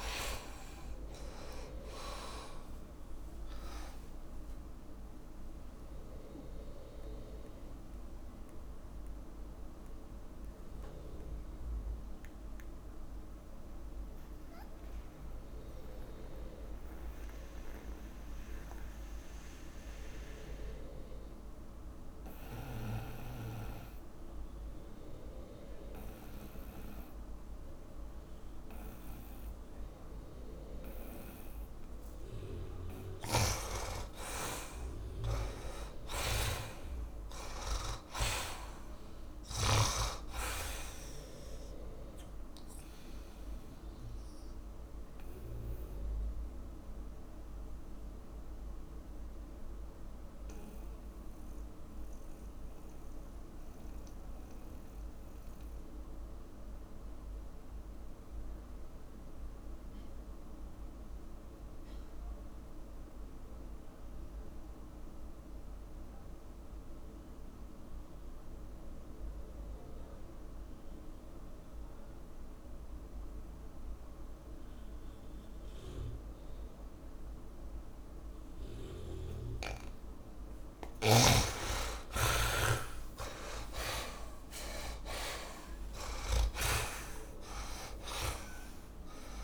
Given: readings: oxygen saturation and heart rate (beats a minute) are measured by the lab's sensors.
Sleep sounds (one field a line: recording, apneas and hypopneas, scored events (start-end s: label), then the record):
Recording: breathing in sleep by a room microphone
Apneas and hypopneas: 2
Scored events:
0.00-20.00 s: oxygen desaturation (device-marked, oxygen 63% lowest, heart rate 116 extreme)
0.00-89.44 s: tachycardia (device-marked)
7.50-33.00 s: mixed apnea (oxygen 97% before, 63% lowest, heart rate 157 before, 116 extreme, up 27 after)
31.00-57.00 s: oxygen desaturation (device-marked, oxygen 100% before, 78% lowest, heart rate 136 before, 116 extreme)
33.50-40.00 s: snoring (device-marked)
35.00-38.50 s: arousal
43.50-79.00 s: mixed apnea (oxygen 100% before, 72% lowest, heart rate 130 before, 122 extreme, up 29 after)
69.00-89.44 s: oxygen desaturation (device-marked, oxygen 100% before, 72% lowest, heart rate 136 before, 125 extreme)
81.00-87.00 s: snoring (device-marked)
82.50-88.50 s: arousal
From the record:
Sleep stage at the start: N2 (light sleep)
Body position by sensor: on the back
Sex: male